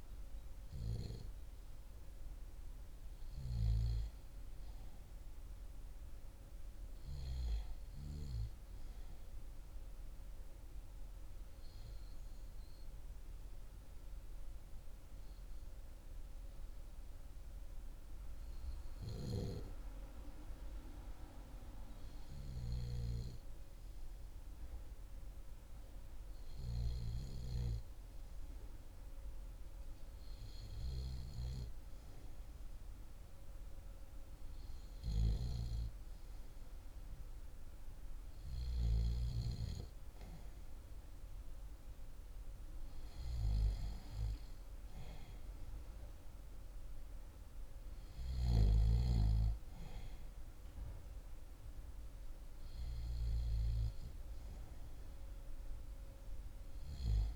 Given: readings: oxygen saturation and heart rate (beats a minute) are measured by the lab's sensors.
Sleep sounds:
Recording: breathing in sleep by a room microphone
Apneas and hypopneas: 1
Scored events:
0.00-5.00 s: arousal
0.00-10.50 s: oxygen desaturation (device-marked, oxygen 88% lowest, heart rate 41 extreme)
11.00-24.50 s: hypopnea (oxygen 94% before, 92% lowest, heart rate 43 before, 41 extreme, up 0 after)
26.50-30.50 s: arousal
36.50-49.50 s: oxygen desaturation (device-marked, oxygen 96% before, 92% lowest, heart rate 42 before, 41 extreme)
From the record:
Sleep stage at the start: REM sleep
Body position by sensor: on the back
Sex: male

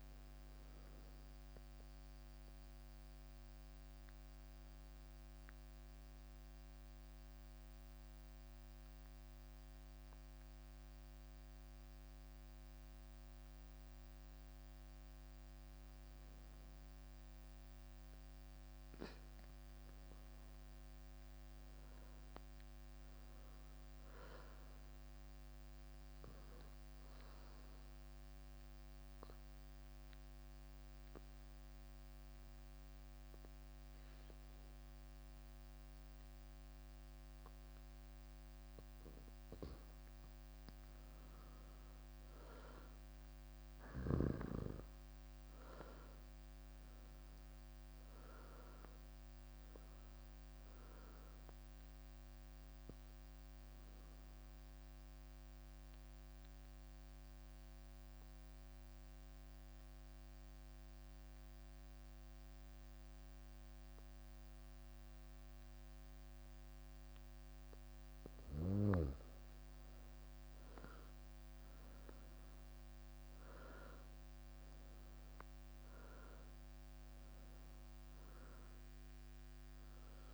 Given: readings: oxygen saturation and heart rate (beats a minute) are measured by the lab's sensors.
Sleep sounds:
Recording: breathing in sleep by a microphone on the trachea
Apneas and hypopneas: 2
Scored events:
0.00-11.50 s: oxygen desaturation (device-marked, oxygen 93% lowest, heart rate 61 extreme)
15.50-80.34 s: new sleep stage, N2 (light sleep)
19.50-23.00 s: arousal
24.50-37.50 s: oxygen desaturation (device-marked, oxygen 99% before, 96% lowest, heart rate 64 before, 55 extreme)
26.50-39.50 s: mixed apnea (oxygen 99% before, 92% lowest, heart rate 64 before, 55 extreme, up 9 after)
41.50-45.50 s: arousal
44.50-64.50 s: oxygen desaturation (device-marked, oxygen 98% before, 92% lowest, heart rate 64 before, 55 extreme)
51.50-58.50 s: bradycardia (device-marked, heart rate 66 before, 55 extreme)
52.00-68.00 s: mixed apnea (oxygen 99% before, 92% lowest, heart rate 66 before, 55 extreme, up 17 after)
70.50-74.00 s: arousal
75.50-80.34 s: oxygen desaturation (device-marked, oxygen 98% before, 92% lowest, heart rate 61 before, 55 extreme)
From the record:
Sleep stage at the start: N1 (lightest sleep)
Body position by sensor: on the back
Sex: female

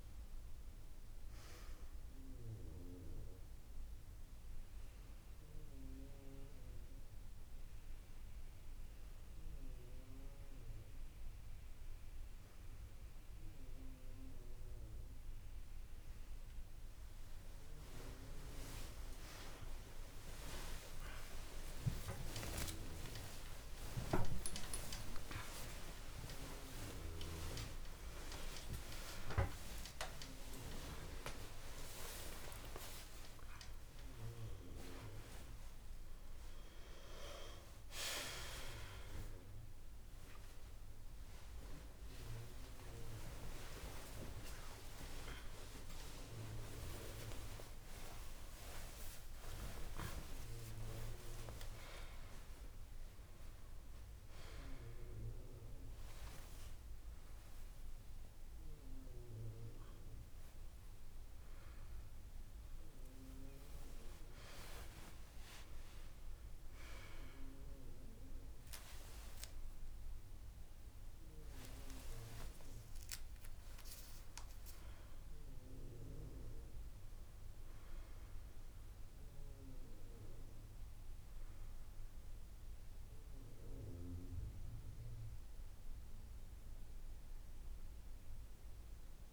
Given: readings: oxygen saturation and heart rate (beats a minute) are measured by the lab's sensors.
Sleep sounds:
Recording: a person awake in a sleep study, by a room microphone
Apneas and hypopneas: none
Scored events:
22.50-25.50 s: drop in pulse transit time (device-marked)
23.50-25.50 s: long interval between heartbeats (device-marked)
26.00-28.00 s: long interval between heartbeats (device-marked)
27.50-36.50 s: drop in pulse transit time (device-marked, heart rate 31 before, 48 extreme)
36.00-38.00 s: long interval between heartbeats (device-marked, heart rate 47 before, 75 extreme)
39.50-41.50 s: long interval between heartbeats (device-marked, heart rate 56 before, 39 extreme)
45.00-47.00 s: long interval between heartbeats (device-marked, heart rate 59 before, 58 extreme)
50.00-52.00 s: long interval between heartbeats (device-marked, heart rate 55 before, 29 extreme)
52.50-61.50 s: drop in pulse transit time (device-marked)
59.50-61.50 s: long interval between heartbeats (device-marked, heart rate 36 before, 26 extreme)
67.00-69.00 s: long interval between heartbeats (device-marked)
72.50 s: drop in pulse transit time (device-marked)
75.00-77.00 s: long interval between heartbeats (device-marked)
84.50-89.33 s: drop in pulse transit time (device-marked)
85.50-89.33 s: new sleep stage, N1 (lightest sleep)
From the record:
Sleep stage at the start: awake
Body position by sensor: on the back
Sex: female

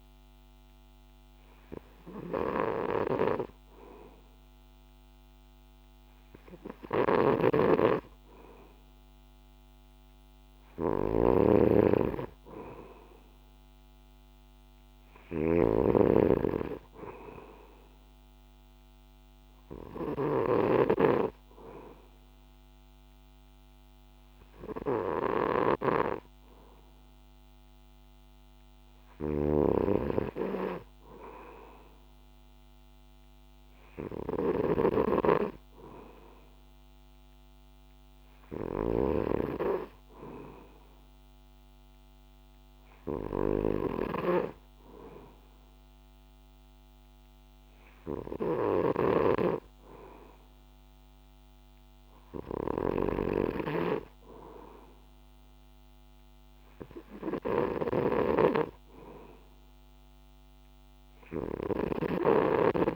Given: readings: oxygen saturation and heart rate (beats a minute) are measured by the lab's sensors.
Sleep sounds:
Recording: breathing in sleep by a microphone on the trachea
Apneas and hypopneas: none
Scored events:
7.00-20.50 s: snoring (device-marked)
29.50-62.96 s: snoring (device-marked)
From the record:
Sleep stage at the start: N2 (light sleep)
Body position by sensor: on the back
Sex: male

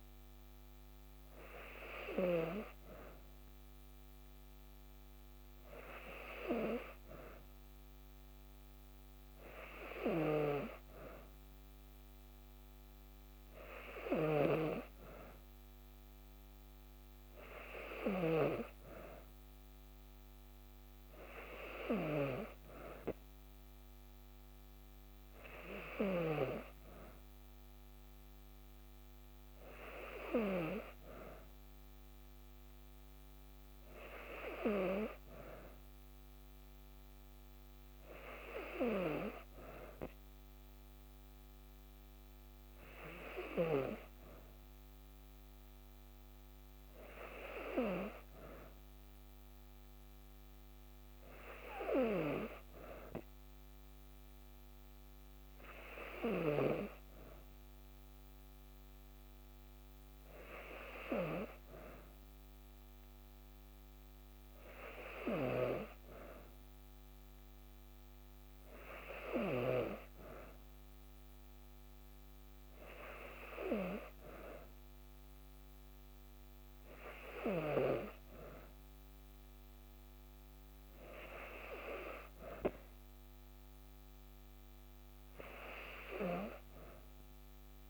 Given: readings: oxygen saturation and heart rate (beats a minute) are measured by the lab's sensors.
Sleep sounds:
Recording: breathing in sleep by a microphone on the trachea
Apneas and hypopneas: none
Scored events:
none scored
From the record:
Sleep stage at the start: N2 (light sleep)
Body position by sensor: on the back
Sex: female

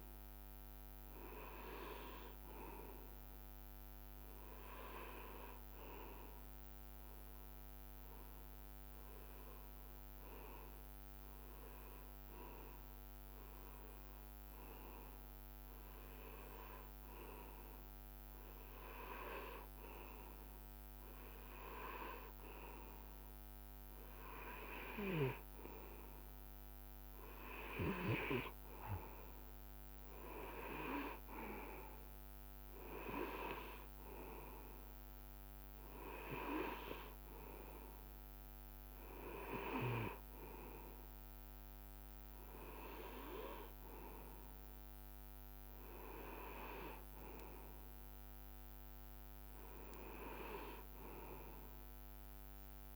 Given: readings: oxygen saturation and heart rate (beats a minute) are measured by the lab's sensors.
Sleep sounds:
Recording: breathing in sleep by a microphone on the trachea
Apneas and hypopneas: 1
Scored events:
2.00-5.50 s: arousal
8.50-20.50 s: hypopnea (oxygen 97% before, 96% lowest, heart rate 73 before, 65 extreme, up 4 after)
23.00-52.96 s: new sleep stage, N2 (light sleep)
23.50-27.50 s: arousal
From the record:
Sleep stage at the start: REM sleep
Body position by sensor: on the right side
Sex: male

